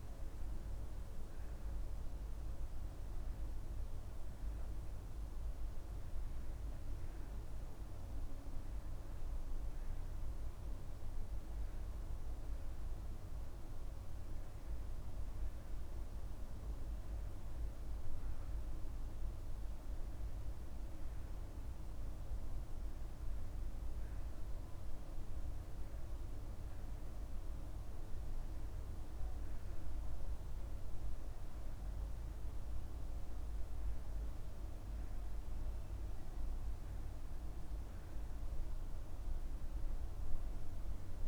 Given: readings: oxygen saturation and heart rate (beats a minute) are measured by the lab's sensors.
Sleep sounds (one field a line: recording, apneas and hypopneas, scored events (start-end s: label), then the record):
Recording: breathing in sleep, hard to hear, by a room microphone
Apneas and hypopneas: none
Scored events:
none scored
From the record:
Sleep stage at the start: N2 (light sleep)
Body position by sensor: on the back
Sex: male